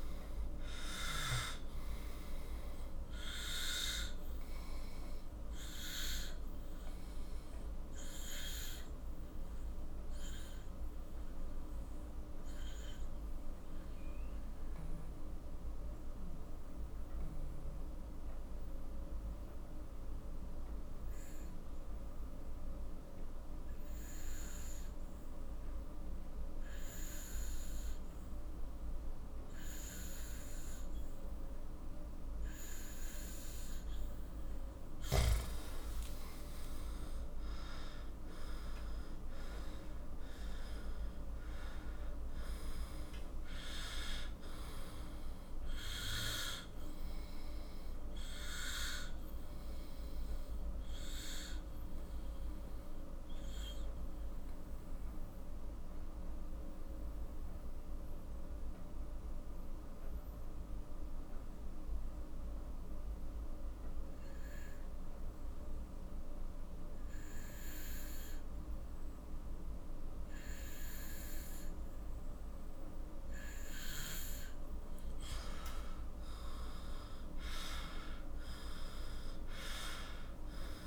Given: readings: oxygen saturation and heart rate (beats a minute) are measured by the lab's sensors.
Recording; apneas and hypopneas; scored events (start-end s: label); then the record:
breathing in sleep by a room microphone; 2
0.00-16.50 s: oxygen desaturation (device-marked, oxygen 89% lowest, heart rate 45 extreme)
5.00-34.00 s: obstructive apnea (oxygen 97% before, 89% lowest, heart rate 56 before, 42 extreme, up 12 after)
30.50-48.50 s: oxygen desaturation (device-marked, oxygen 97% before, 90% lowest, heart rate 48 before, 42 extreme)
35.50-40.50 s: arousal
48.00-74.00 s: obstructive apnea (oxygen 97% before, 91% lowest, heart rate 53 before, 42 extreme, up 12 after)
76.00-80.87 s: arousal
77.50-80.87 s: oxygen desaturation (device-marked, oxygen 98% before, 91% lowest, heart rate 48 before, 44 extreme)
From the record:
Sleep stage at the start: N2 (light sleep); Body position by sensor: on the back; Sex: male